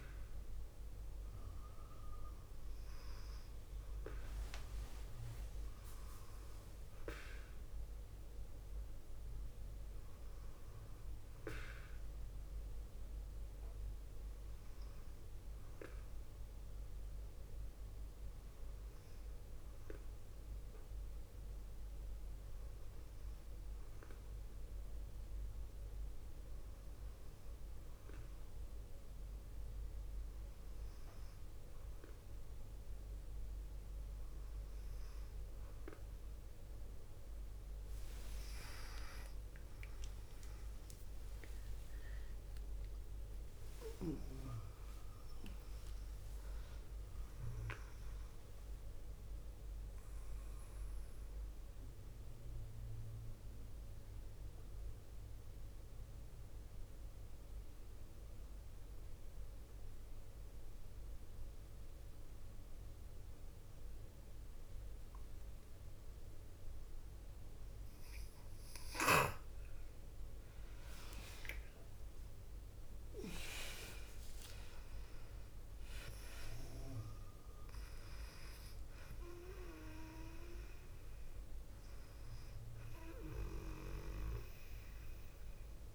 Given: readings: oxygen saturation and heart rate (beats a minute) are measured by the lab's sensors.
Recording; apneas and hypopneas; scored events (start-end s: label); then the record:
breathing in sleep by a room microphone; 1
37.50-43.00 s: arousal
50.50-68.00 s: mixed apnea (oxygen 97% before, 93% lowest, heart rate 58 before, 50 extreme, up 5 after)
70.00-75.00 s: arousal
75.00-85.95 s: oxygen desaturation (device-marked, oxygen 98% before, 93% lowest, heart rate 52 before, 50 extreme)
From the record:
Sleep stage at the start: N2 (light sleep); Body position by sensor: on the left side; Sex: female